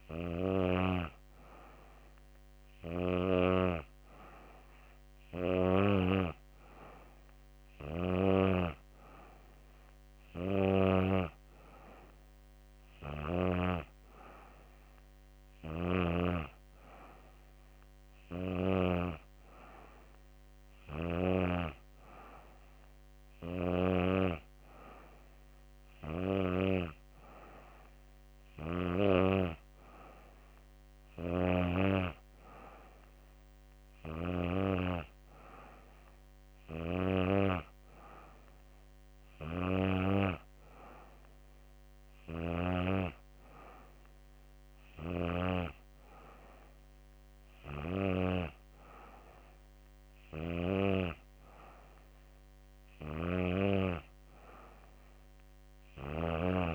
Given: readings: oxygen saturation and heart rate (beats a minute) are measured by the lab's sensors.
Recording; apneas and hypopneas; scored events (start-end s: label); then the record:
breathing in sleep by a microphone on the trachea; none
none scored
From the record:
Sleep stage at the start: N2 (light sleep); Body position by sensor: on the back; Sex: female